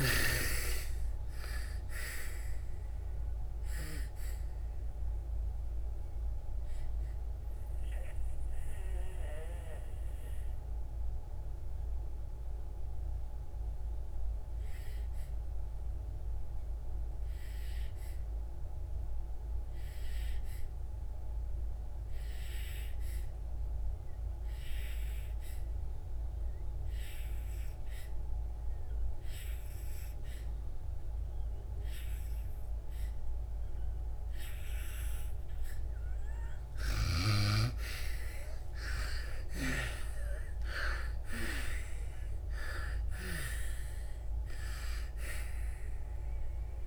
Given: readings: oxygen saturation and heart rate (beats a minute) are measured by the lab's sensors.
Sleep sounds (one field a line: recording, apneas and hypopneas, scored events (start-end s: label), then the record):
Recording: breathing in sleep by a room microphone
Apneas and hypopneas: 1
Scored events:
0.00-27.00 s: oxygen desaturation (device-marked, oxygen 75% lowest, heart rate 26 extreme)
4.50-36.00 s: mixed apnea (oxygen 98% before, 75% lowest, heart rate 69 before, 50 extreme, up 7 after)
29.00-46.87 s: oxygen desaturation (device-marked, oxygen 98% before, 79% lowest, heart rate 59 before, 59 extreme)
38.00-41.00 s: arousal
From the record:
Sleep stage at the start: N2 (light sleep)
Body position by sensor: on the back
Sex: female